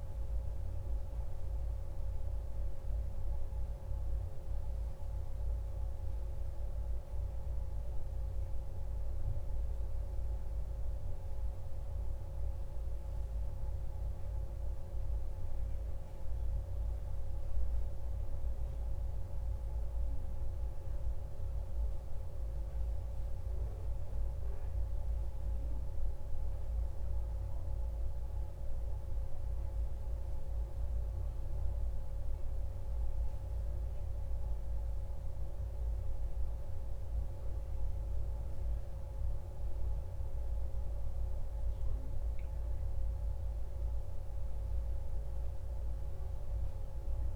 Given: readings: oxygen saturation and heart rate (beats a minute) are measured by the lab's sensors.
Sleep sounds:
a person awake in a sleep study, hard to hear, by a room microphone; none
none scored
From the record:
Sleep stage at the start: awake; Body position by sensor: on the back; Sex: male

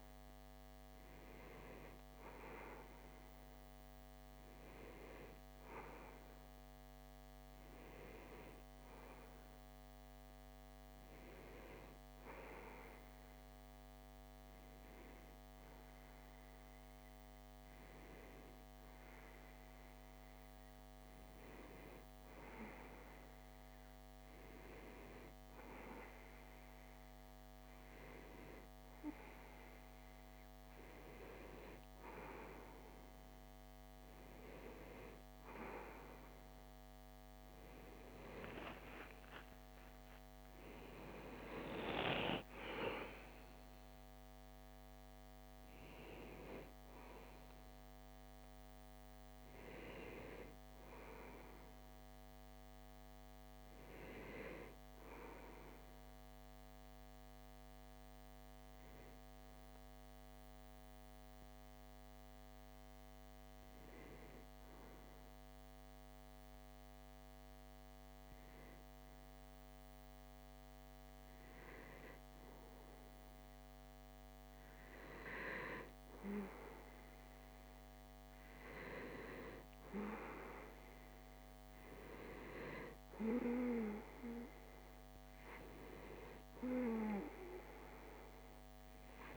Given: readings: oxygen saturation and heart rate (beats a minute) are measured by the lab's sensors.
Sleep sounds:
breathing in sleep by a microphone on the trachea; 1
40.50-46.00 s: arousal
63.50-75.50 s: hypopnea (oxygen 95% before, 94% lowest)
78.00-82.50 s: arousal
From the record:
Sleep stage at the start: REM sleep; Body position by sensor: on the left side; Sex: male

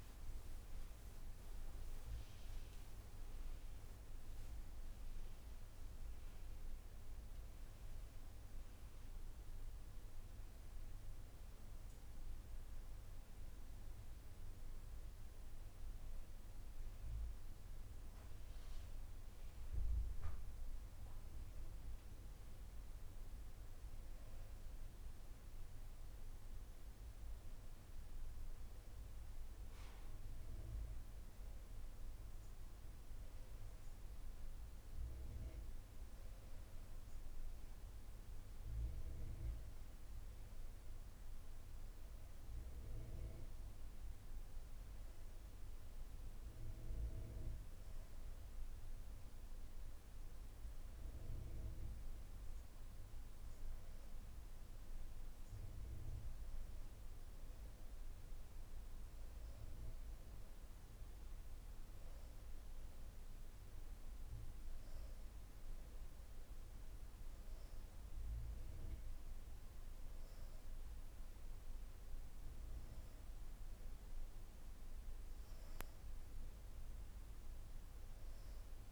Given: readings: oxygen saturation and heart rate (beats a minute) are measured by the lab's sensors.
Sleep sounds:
a person partly awake in a sleep study, hard to hear, by a room microphone; none
1.00-78.92 s: new sleep stage, N1 (lightest sleep)
9.00-15.00 s: oxygen desaturation (device-marked, oxygen 99% before, 93% lowest, heart rate 93 before, 86 extreme)
20.00-31.00 s: oxygen desaturation (device-marked, oxygen 96% before, 93% lowest, heart rate 91 before, 86 extreme)
From the record:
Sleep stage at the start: awake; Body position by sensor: upright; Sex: female

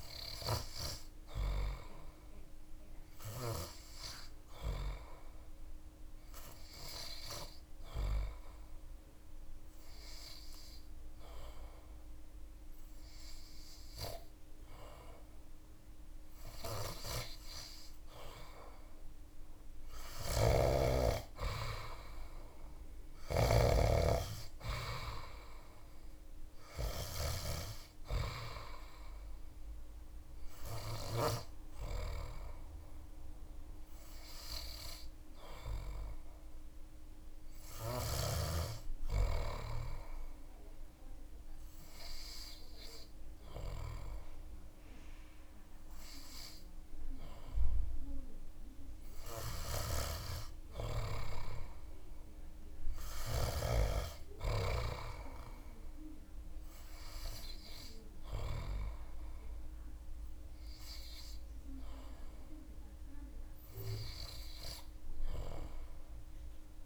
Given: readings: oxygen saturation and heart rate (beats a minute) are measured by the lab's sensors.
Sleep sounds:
breathing in sleep by a room microphone; 2
5.50-20.00 s: obstructive apnea (oxygen 98% before, 94% lowest)
19.50-23.00 s: snoring (device-marked)
23.00-26.50 s: arousal
33.00-49.00 s: oxygen desaturation (device-marked, oxygen 98% before, 94% lowest)
38.50-50.50 s: obstructive apnea (oxygen 98% before, 94% lowest)
53.50-56.50 s: arousal
From the record:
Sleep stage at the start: N3 (deep sleep); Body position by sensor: on the back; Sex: male

